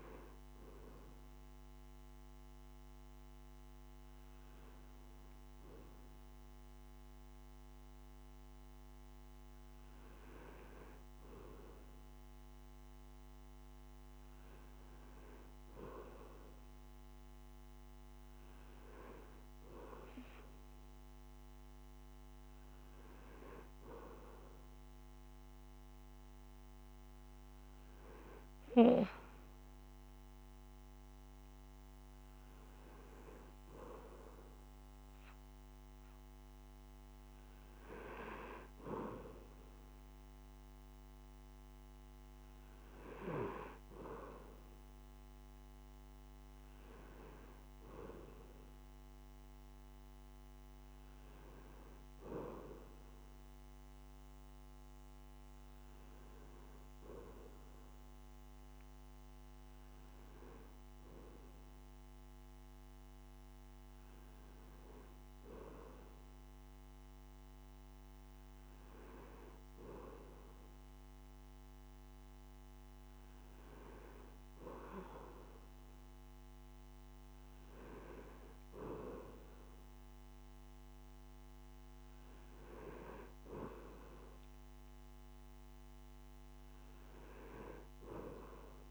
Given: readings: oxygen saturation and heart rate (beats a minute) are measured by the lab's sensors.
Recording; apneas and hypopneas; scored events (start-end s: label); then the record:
breathing in sleep by a microphone on the trachea; none
none scored
From the record:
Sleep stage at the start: N2 (light sleep); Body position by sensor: on the right side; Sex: male